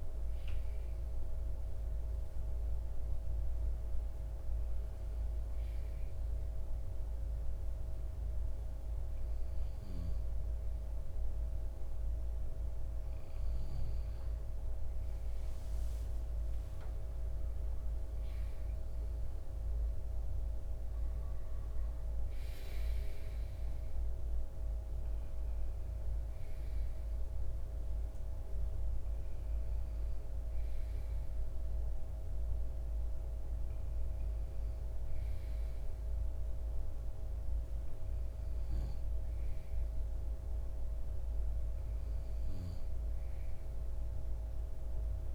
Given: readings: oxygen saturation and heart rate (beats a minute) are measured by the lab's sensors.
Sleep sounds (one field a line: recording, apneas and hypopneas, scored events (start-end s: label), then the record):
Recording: breathing in sleep, hard to hear, by a room microphone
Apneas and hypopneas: none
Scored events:
none scored
From the record:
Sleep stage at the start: N2 (light sleep)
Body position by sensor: on the left side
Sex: male